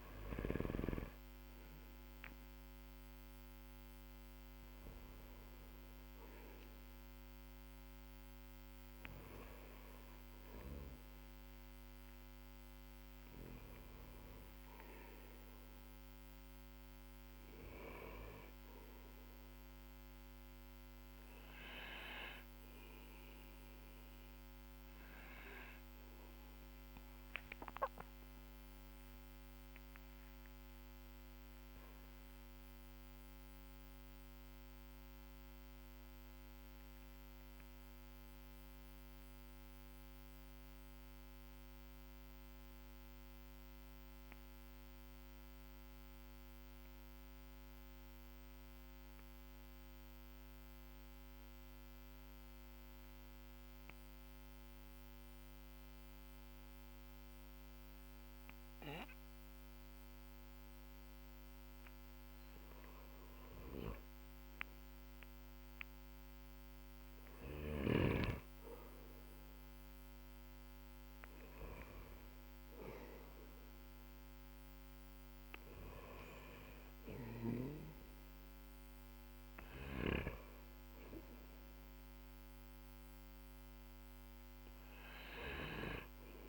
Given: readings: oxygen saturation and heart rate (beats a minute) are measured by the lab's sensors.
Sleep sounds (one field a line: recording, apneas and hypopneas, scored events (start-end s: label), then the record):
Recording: a person partly awake in a sleep study, by a microphone on the trachea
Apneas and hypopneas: 1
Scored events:
17.00-41.00 s: oxygen desaturation (device-marked, oxygen 96% before, 93% lowest, heart rate 52 before, 43 extreme)
30.00-86.49 s: new sleep stage, N2 (light sleep)
33.50-60.50 s: mixed apnea (oxygen 97% before, 92% lowest, heart rate 50 before, 41 extreme, up 13 after)
61.00-76.00 s: oxygen desaturation (device-marked, oxygen 99% before, 95% lowest, heart rate 51 before, 41 extreme)
64.00-69.00 s: arousal
76.00-79.50 s: snoring (device-marked)
84.00-86.49 s: oxygen desaturation (device-marked, oxygen 96% before, 92% lowest, heart rate 49 before, 45 extreme)
From the record:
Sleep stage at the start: awake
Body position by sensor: on the back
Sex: male